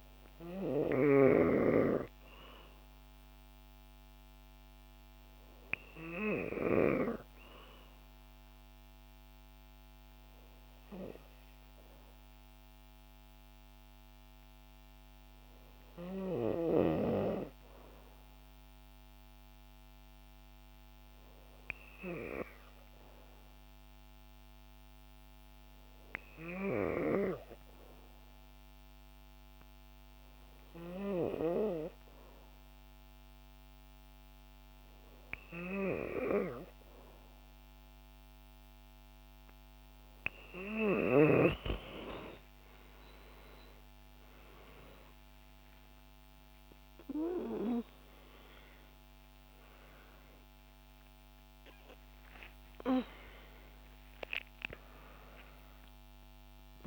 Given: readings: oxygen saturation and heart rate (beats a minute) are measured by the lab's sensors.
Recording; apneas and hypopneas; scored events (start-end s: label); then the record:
breathing in sleep by a microphone on the trachea; none
44.50-52.00 s: arousal
53.00-56.87 s: new sleep stage, N2 (light sleep)
From the record:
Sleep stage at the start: N3 (deep sleep); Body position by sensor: on the back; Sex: female